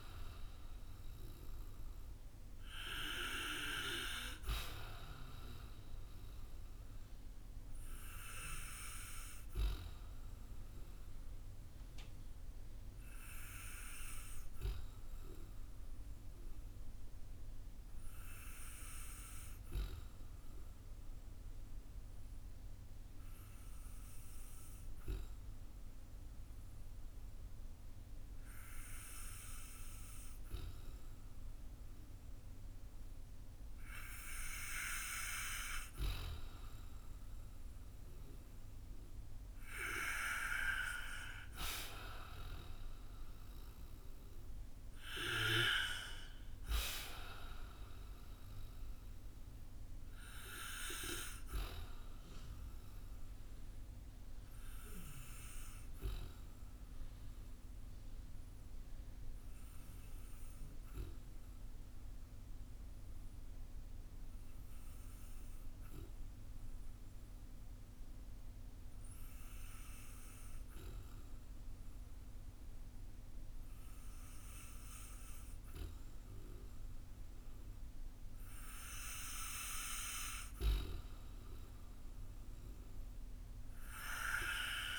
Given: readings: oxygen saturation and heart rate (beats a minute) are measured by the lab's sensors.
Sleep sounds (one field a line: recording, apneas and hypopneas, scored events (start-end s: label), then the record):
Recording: breathing in sleep by a room microphone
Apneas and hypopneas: 2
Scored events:
8.00-35.00 s: hypopnea (oxygen 96% before, 92% lowest, heart rate 58 before, 44 extreme, up 8 after)
39.50-44.50 s: arousal
53.50-78.50 s: obstructive apnea (oxygen 96% before, 92% lowest, heart rate 55 before, 45 extreme, up 8 after)
81.50-84.99 s: arousal
From the record:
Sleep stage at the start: N2 (light sleep)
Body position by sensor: on the back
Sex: male